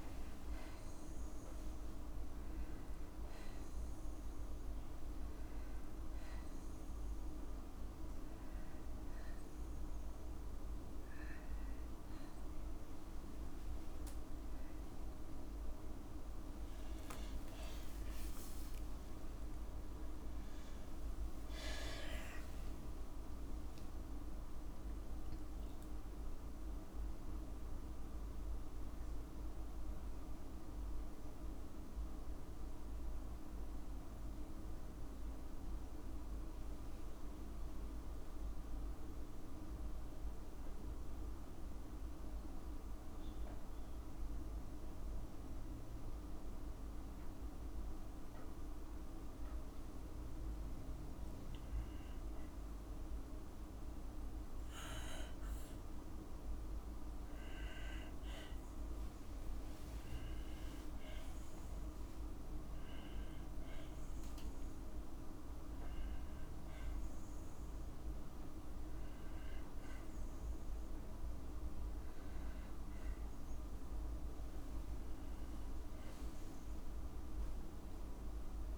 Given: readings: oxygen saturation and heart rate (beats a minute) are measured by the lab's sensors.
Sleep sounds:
breathing in sleep, hard to hear, by a room microphone; 1
17.00-21.50 s: arousal
19.00-21.00 s: long interval between heartbeats (device-marked, heart rate 61 before, 70 extreme)
38.50-60.00 s: obstructive apnea (oxygen 97% before, 96% lowest, heart rate 66 before, 55 extreme, up 4 after)
61.50-64.50 s: arousal
From the record:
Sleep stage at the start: N2 (light sleep); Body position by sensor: on the back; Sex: female

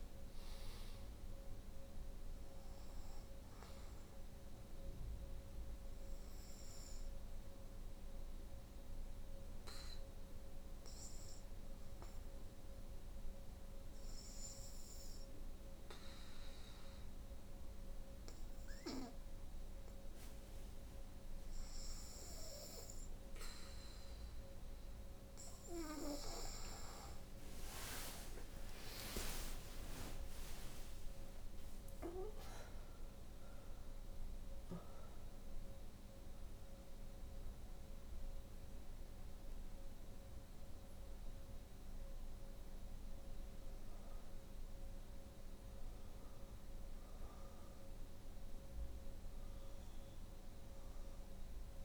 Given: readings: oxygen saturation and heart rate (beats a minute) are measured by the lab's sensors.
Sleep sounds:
breathing in sleep by a room microphone; 1
0.00-7.00 s: oxygen desaturation (device-marked, oxygen 89% lowest, heart rate 60 extreme)
1.00-4.50 s: arousal
7.50-24.50 s: obstructive apnea (oxygen 94% before, 86% lowest, heart rate 71 before, 62 extreme, up 40 after)
27.50-31.00 s: arousal
29.00-51.85 s: oxygen desaturation (device-marked, oxygen 94% before, 86% lowest, heart rate 65 before, 59 extreme)
From the record:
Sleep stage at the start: N2 (light sleep); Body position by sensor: on the right side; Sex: female

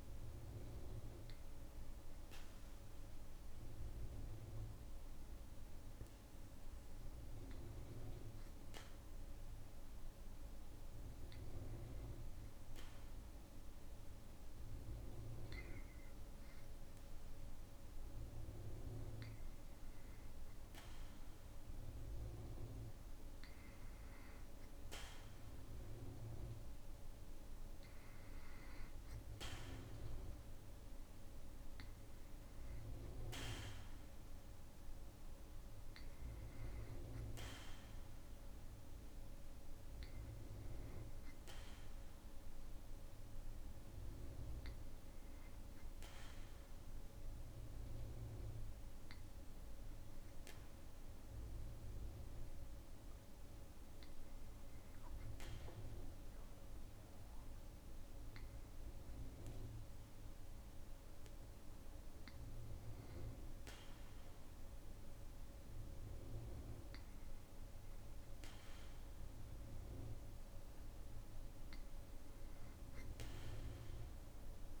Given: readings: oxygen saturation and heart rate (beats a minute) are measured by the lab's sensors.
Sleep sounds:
breathing in sleep, hard to hear, by a room microphone; 1
0.00-11.00 s: oxygen desaturation (device-marked, oxygen 93% lowest, heart rate 54 extreme)
1.50-17.50 s: hypopnea (oxygen 98% before, 93% lowest, heart rate 79 before, 54 extreme, up 3 after)
20.00-24.00 s: arousal
From the record:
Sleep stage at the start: N2 (light sleep); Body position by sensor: on the back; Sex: male

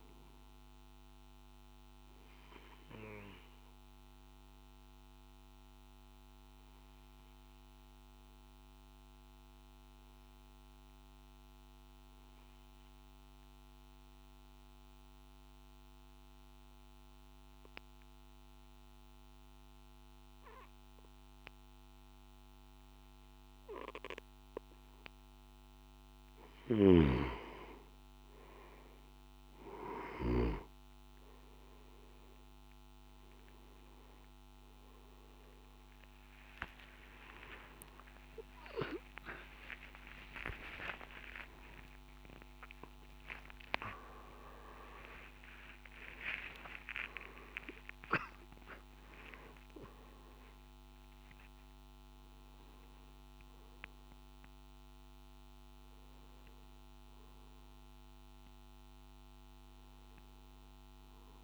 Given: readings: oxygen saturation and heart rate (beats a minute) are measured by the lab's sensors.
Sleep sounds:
breathing in sleep by a microphone on the trachea; 1
0.00-15.00 s: oxygen desaturation (device-marked, oxygen 88% lowest, heart rate 52 extreme)
1.00-26.50 s: obstructive apnea (oxygen 99% before, 88% lowest, heart rate 57 before, 52 extreme, up 6 after)
32.00-49.00 s: oxygen desaturation (device-marked, oxygen 98% before, 92% lowest, heart rate 55 before, 61 extreme)
37.00-39.00 s: long interval between heartbeats (device-marked, heart rate 56 before, 65 extreme)
38.00-50.00 s: tachycardia (device-marked, heart rate 55 before, 129 extreme)
40.50-42.50 s: long interval between heartbeats (device-marked, heart rate 58 before, 90 extreme)
44.00-46.00 s: long interval between heartbeats (device-marked, heart rate 68 before, 122 extreme)
46.50-48.50 s: long interval between heartbeats (device-marked, heart rate 75 before, 128 extreme)
From the record:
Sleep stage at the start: N3 (deep sleep); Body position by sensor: on the back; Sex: male

